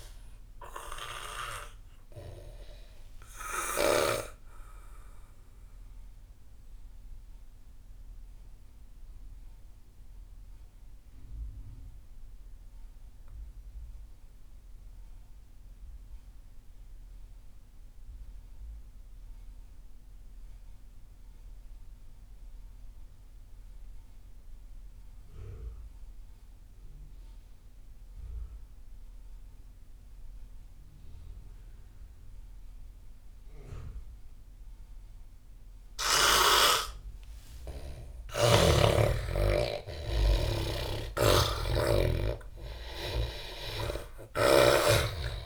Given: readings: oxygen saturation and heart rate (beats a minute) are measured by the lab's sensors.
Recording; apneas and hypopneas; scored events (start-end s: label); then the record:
breathing in sleep by a room microphone; 1
0.00-12.50 s: oxygen desaturation (device-marked, oxygen 83% lowest)
4.00-37.00 s: mixed apnea (oxygen 98% before, 79% lowest)
28.50-45.46 s: oxygen desaturation (device-marked, oxygen 98% before, 79% lowest)
37.50-41.50 s: arousal
41.00-45.46 s: snoring (device-marked)
From the record:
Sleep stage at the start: N2 (light sleep); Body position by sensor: on the back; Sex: male